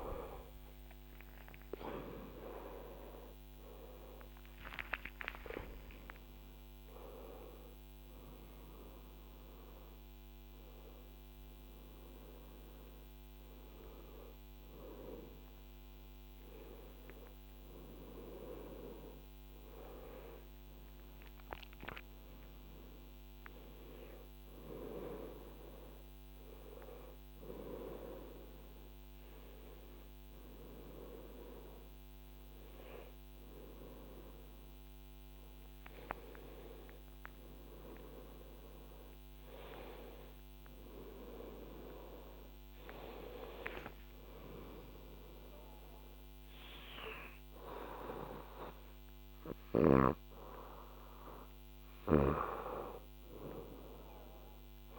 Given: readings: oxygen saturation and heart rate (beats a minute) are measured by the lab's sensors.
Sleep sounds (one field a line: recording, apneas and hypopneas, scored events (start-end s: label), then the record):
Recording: a person awake in a sleep study, by a microphone on the trachea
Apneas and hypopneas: none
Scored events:
0.00-3.00 s: oxygen desaturation (device-marked, oxygen 93% lowest, heart rate 67 extreme)
9.00-39.00 s: new sleep stage, awake
39.00-54.99 s: new sleep stage, N1 (lightest sleep)
From the record:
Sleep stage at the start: N2 (light sleep)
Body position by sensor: on the back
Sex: female